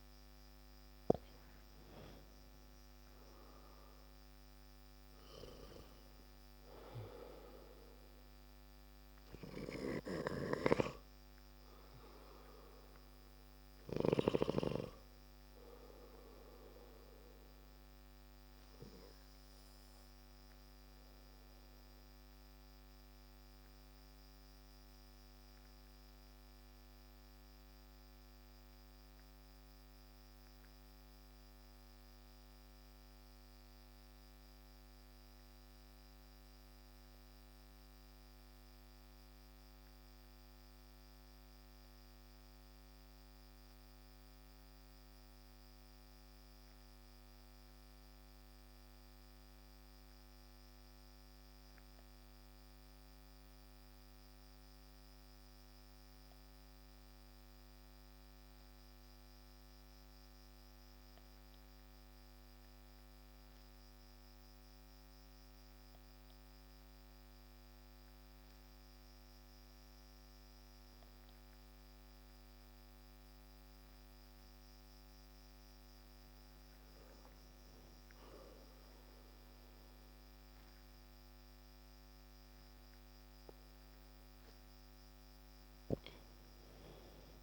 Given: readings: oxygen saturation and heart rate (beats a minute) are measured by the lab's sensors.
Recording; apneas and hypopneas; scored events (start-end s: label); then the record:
breathing in sleep by a microphone on the trachea; 1
10.50-36.50 s: oxygen desaturation (device-marked, oxygen 95% before, 90% lowest)
18.50-73.50 s: obstructive apnea (oxygen 95% before, 90% lowest)
69.50-87.43 s: oxygen desaturation (device-marked, oxygen 96% before, 92% lowest)
76.00-80.00 s: arousal
From the record:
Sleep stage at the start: N2 (light sleep); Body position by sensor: on the back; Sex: male